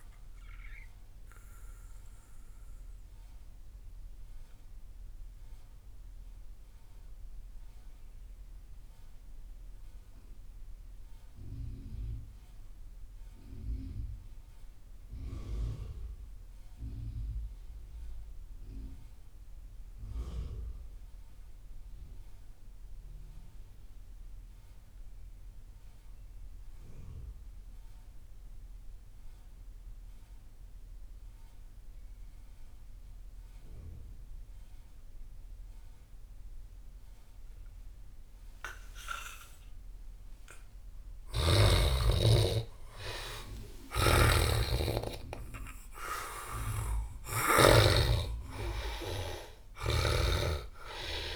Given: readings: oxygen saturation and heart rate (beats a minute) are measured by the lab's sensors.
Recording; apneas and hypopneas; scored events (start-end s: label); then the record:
breathing in sleep by a room microphone; 1
0.00-16.50 s: oxygen desaturation (device-marked, oxygen 79% lowest)
3.50-40.00 s: mixed apnea (oxygen 98% before, 73% lowest)
30.50-51.36 s: oxygen desaturation (device-marked, oxygen 97% before, 73% lowest)
41.00-46.00 s: arousal
43.00-47.00 s: snoring (device-marked)
From the record:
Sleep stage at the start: N2 (light sleep); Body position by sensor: on the back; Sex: male